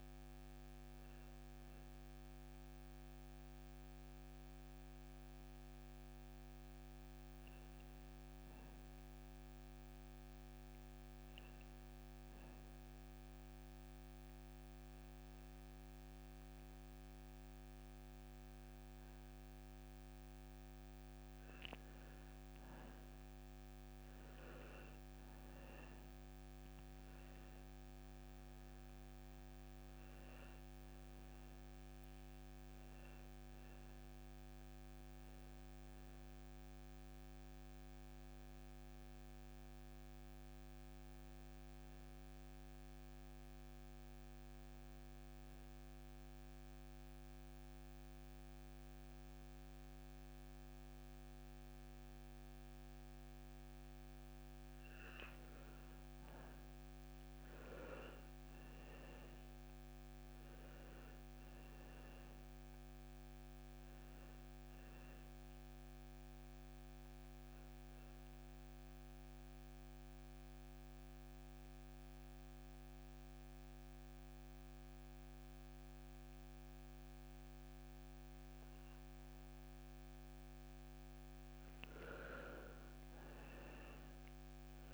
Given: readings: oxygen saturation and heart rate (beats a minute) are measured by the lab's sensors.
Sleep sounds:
breathing in sleep, hard to hear, by a microphone on the trachea; 3
0.00-11.00 s: oxygen desaturation (device-marked, oxygen 92% lowest)
11.50-21.50 s: obstructive apnea (oxygen 97% before, 89% lowest)
27.00-32.00 s: arousal
28.00-39.00 s: oxygen desaturation (device-marked, oxygen 97% before, 89% lowest)
37.50-54.00 s: hypopnea (oxygen 98% before, 89% lowest)
55.00-75.00 s: oxygen desaturation (device-marked, oxygen 97% before, 89% lowest)
57.50-62.00 s: arousal
67.00-80.00 s: obstructive apnea (oxygen 98% before, 89% lowest)
From the record:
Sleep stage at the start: N1 (lightest sleep); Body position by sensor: on the back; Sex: male

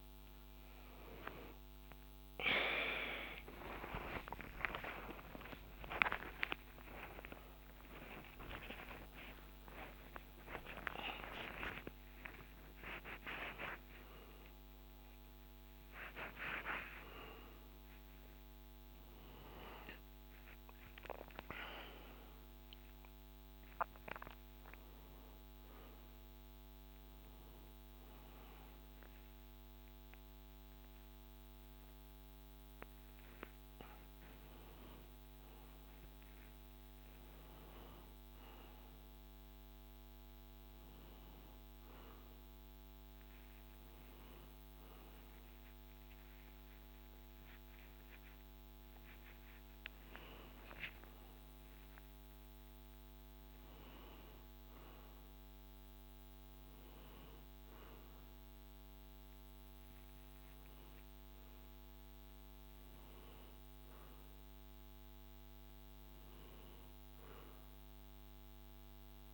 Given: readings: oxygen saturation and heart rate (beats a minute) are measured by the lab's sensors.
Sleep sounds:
a person awake in a sleep study, by a microphone on the trachea; none
51.00-56.00 s: oxygen desaturation (device-marked, oxygen 97% before, 95% lowest)
69.00-69.34 s: new sleep stage, N1 (lightest sleep)
From the record:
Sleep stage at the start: awake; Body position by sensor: on the right side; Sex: male

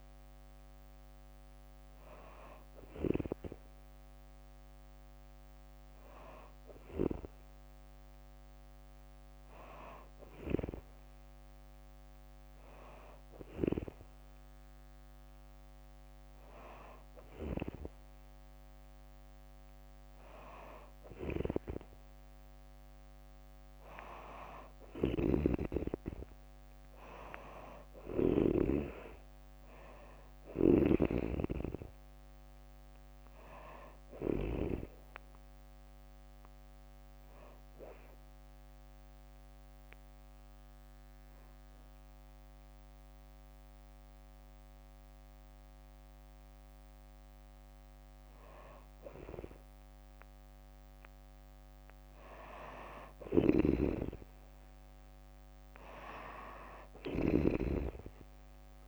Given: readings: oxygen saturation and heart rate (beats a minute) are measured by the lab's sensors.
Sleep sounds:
breathing in sleep by a microphone on the trachea; 1
24.50-28.00 s: snoring (device-marked)
24.50-39.50 s: drop in pulse transit time (device-marked, heart rate 67 before, 64 extreme)
26.50-29.50 s: arousal
30.00-34.00 s: snoring (device-marked)
38.00-48.00 s: hypopnea (oxygen 95% before, 91% lowest, heart rate 71 before, 60 extreme, up 6 after)
49.50-52.50 s: arousal
52.50-58.88 s: snoring (device-marked)
57.50-58.88 s: oxygen desaturation (device-marked, oxygen 96% before, 91% lowest, heart rate 63 before, 63 extreme)
From the record:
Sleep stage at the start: N2 (light sleep); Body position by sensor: on the back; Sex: female

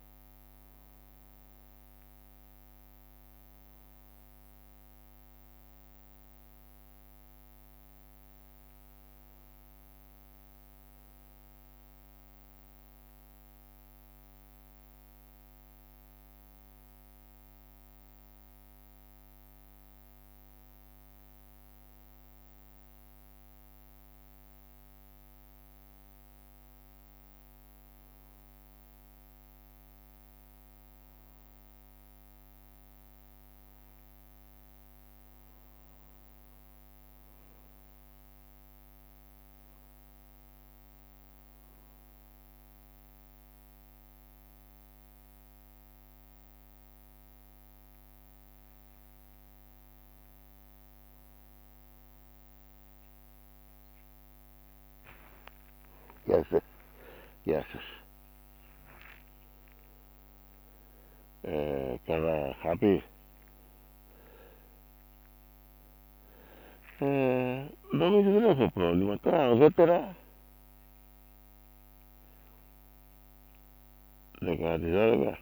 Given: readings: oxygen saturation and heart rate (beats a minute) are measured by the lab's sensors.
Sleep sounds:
a person partly awake in a sleep study, by a microphone on the trachea; none
0.00-3.00 s: drop in pulse transit time (device-marked, heart rate 65 extreme)
0.00-6.50 s: leg movement (device-marked)
9.00-11.00 s: long interval between heartbeats (device-marked, heart rate 91 before, 79 extreme)
9.00-16.00 s: leg movement (device-marked)
17.50-22.50 s: leg movement (device-marked)
21.00-23.00 s: long interval between heartbeats (device-marked, heart rate 71 before, 74 extreme)
24.00-28.50 s: leg movement (device-marked)
30.00-35.00 s: leg movement (device-marked)
34.00-36.00 s: long interval between heartbeats (device-marked, heart rate 72 before, 73 extreme)
36.50-42.00 s: leg movement (device-marked)
37.00-46.00 s: drop in pulse transit time (device-marked, heart rate 72 before, 66 extreme)
44.00-50.00 s: leg movement (device-marked)
45.00-75.42 s: new sleep stage, awake
52.00-60.50 s: leg movement (device-marked)
55.00-62.00 s: tachycardia (device-marked, heart rate 75 before, 147 extreme)
58.00-60.00 s: long interval between heartbeats (device-marked, heart rate 69 before, 127 extreme)
58.00-70.00 s: drop in pulse transit time (device-marked, heart rate 69 before, 68 extreme)
62.50-68.00 s: snoring (device-marked)
62.50-72.00 s: leg movement (device-marked)
70.00-75.42 s: snoring (device-marked)
74.00-75.42 s: leg movement (device-marked)
From the record:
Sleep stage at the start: N2 (light sleep); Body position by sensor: on the back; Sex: male

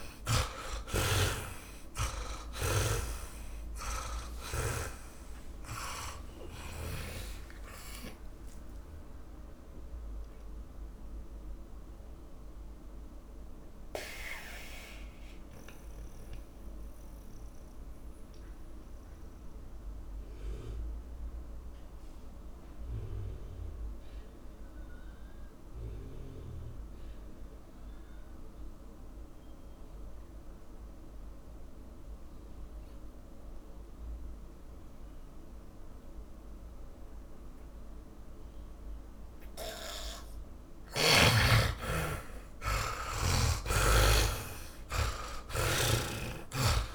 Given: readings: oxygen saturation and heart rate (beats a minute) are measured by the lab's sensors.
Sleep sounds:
breathing in sleep by a room microphone; 1
0.00-2.00 s: arousal
0.00-27.00 s: oxygen desaturation (device-marked, oxygen 77% lowest)
3.00-7.50 s: snoring (device-marked)
11.50-40.50 s: mixed apnea (oxygen 100% before, 77% lowest)
41.50-45.50 s: arousal
From the record:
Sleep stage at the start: N2 (light sleep); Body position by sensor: on the back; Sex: male

